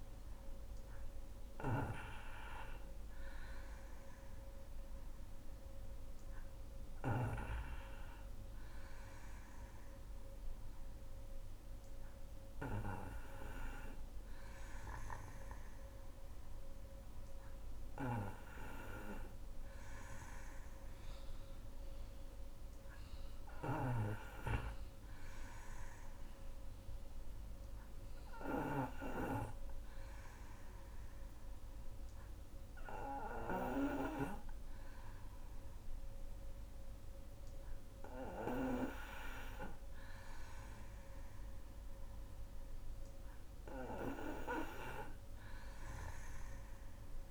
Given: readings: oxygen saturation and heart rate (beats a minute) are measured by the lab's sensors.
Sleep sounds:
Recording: breathing in sleep by a room microphone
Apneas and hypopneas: none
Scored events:
none scored
From the record:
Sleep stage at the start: N2 (light sleep)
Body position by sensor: on the back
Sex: female

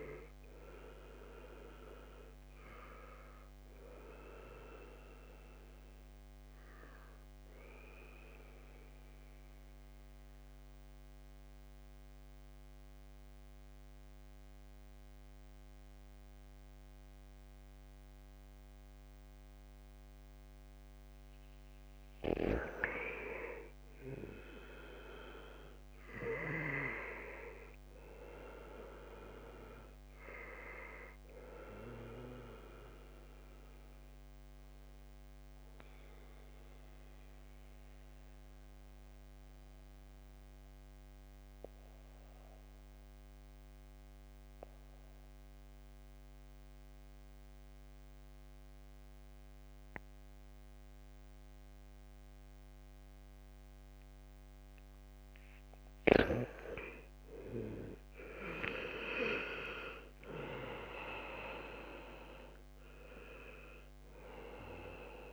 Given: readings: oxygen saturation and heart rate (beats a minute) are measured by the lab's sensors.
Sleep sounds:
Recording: breathing in sleep by a microphone on the trachea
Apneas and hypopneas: 2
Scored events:
3.50-19.50 s: oxygen desaturation (device-marked, oxygen 97% before, 90% lowest, heart rate 70 before, 65 extreme)
6.00-21.00 s: central apnea (oxygen 97% before, 88% lowest, heart rate 71 before, 65 extreme, up 3 after)
24.00-27.50 s: arousal
32.50-49.50 s: oxygen desaturation (device-marked, oxygen 97% before, 90% lowest, heart rate 72 before, 65 extreme)
33.00-55.00 s: central apnea (oxygen 97% before, 85% lowest, heart rate 72 before, 65 extreme, up 7 after)
57.00-61.00 s: arousal
61.50-65.33 s: oxygen desaturation (device-marked, oxygen 97% before, 88% lowest, heart rate 70 before, 63 extreme)
From the record:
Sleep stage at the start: N2 (light sleep)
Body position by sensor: on the back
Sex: male

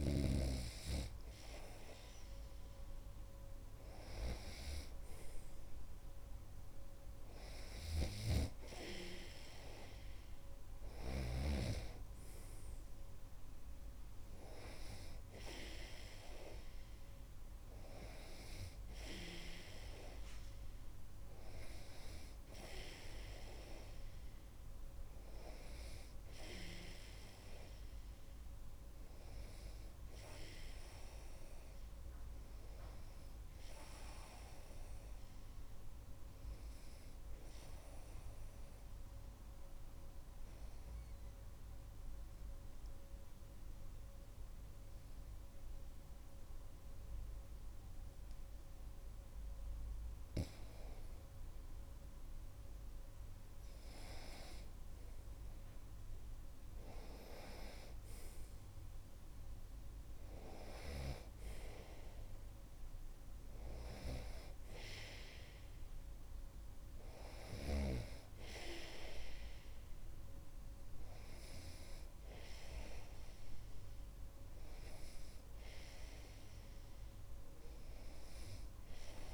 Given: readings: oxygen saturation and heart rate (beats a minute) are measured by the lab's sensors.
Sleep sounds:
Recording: breathing in sleep by a room microphone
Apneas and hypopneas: 1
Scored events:
0.00-2.00 s: arousal
8.00-12.00 s: snoring (device-marked)
40.50-51.00 s: obstructive apnea (oxygen 98% before, 96% lowest)
53.00-57.50 s: arousal
From the record:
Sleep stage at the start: N2 (light sleep)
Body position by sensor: on the right side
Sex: male

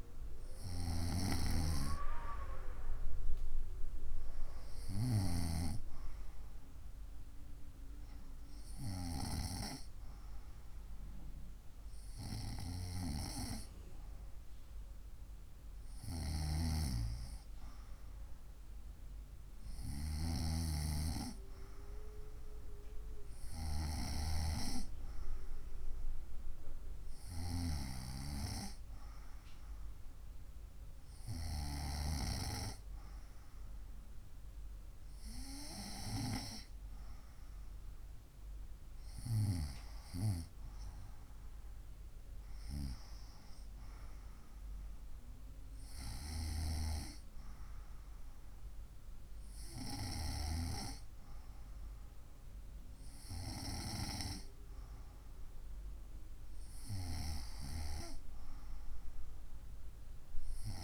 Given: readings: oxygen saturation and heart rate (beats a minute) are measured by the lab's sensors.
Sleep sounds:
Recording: breathing in sleep by a room microphone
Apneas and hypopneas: none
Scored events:
none scored
From the record:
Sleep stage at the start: N2 (light sleep)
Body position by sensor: on the right side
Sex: female

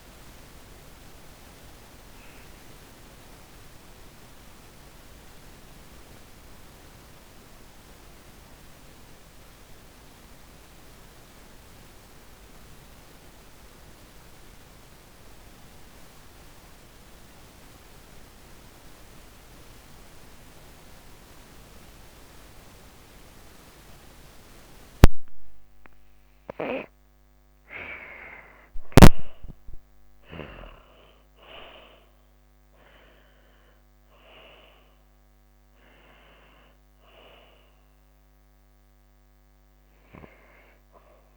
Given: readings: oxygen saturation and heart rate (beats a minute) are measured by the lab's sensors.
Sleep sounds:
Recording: breathing in sleep by a microphone on the trachea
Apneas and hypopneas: 1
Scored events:
0.00-13.50 s: oxygen desaturation (device-marked, oxygen 94% lowest)
1.00-26.00 s: obstructive apnea (oxygen 98% before, 82% lowest)
23.50-41.37 s: oxygen desaturation (device-marked, oxygen 96% before, 82% lowest)
27.50-32.50 s: arousal
From the record:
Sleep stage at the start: N2 (light sleep)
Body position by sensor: on the back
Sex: female

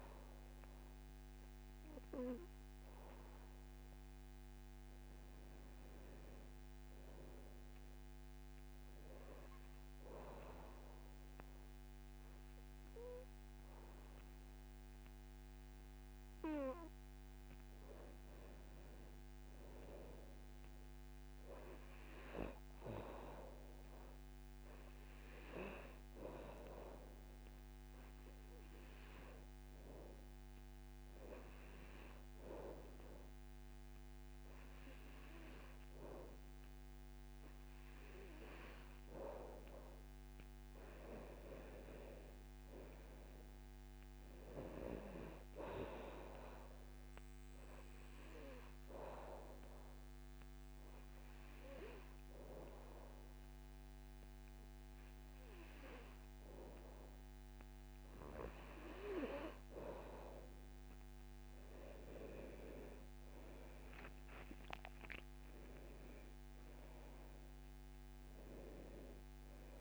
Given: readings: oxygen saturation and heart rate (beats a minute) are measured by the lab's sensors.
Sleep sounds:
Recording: breathing in sleep by a microphone on the trachea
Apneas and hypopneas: 3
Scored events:
2.00-11.00 s: oxygen desaturation (device-marked, oxygen 98% before, 94% lowest, heart rate 71 before, 60 extreme)
8.50-18.50 s: obstructive apnea (oxygen 98% before, 90% lowest, heart rate 71 before, 60 extreme, up 9 after)
20.00-23.00 s: arousal
28.00-39.00 s: hypopnea (oxygen 97% before, 90% lowest, heart rate 69 before, 69 extreme, up 14 after)
29.00-41.00 s: oxygen desaturation (device-marked, oxygen 97% before, 92% lowest, heart rate 68 before, 69 extreme)
41.00-44.00 s: arousal
46.00-59.00 s: oxygen desaturation (device-marked, oxygen 96% before, 92% lowest, heart rate 73 before, 148 extreme)
48.00-59.00 s: obstructive apnea (oxygen 97% before, 90% lowest, heart rate 75 before, 165 extreme)
61.50-66.00 s: arousal
66.00-69.81 s: oxygen desaturation (device-marked, oxygen 97% before, 90% lowest, heart rate 171 before, 95 extreme)
From the record:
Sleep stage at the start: N2 (light sleep)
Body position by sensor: on the back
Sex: male

